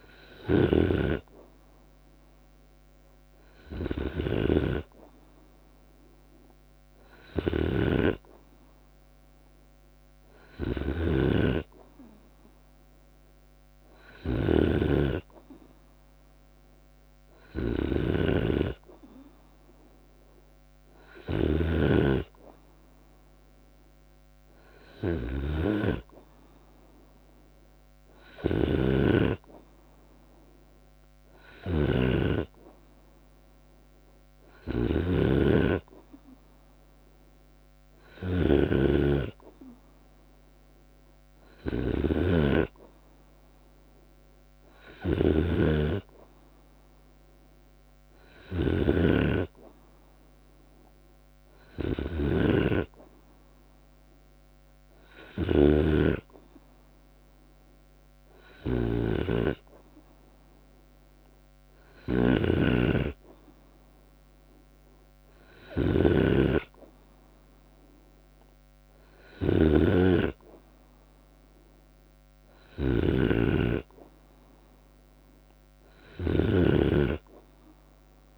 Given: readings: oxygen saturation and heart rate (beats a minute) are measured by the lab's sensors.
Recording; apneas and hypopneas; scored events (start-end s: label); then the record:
breathing in sleep by a microphone on the trachea; none
0.00-21.00 s: snoring (device-marked)
27.50-78.38 s: snoring (device-marked)
28.00-30.00 s: long interval between heartbeats (device-marked, heart rate 76 before, 87 extreme)
From the record:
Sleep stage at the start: N2 (light sleep); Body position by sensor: on the right side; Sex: male